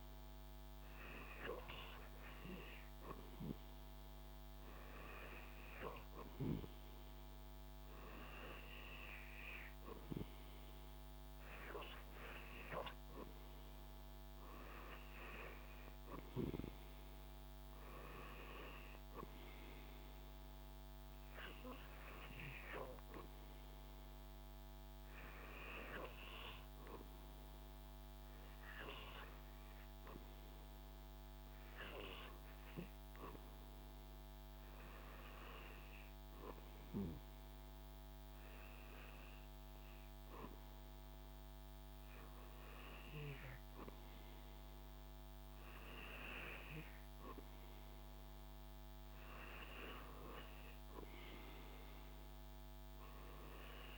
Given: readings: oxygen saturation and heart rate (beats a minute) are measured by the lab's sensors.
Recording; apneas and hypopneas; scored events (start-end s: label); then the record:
breathing in sleep by a microphone on the trachea; none
none scored
From the record:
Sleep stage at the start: REM sleep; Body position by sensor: on the back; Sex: male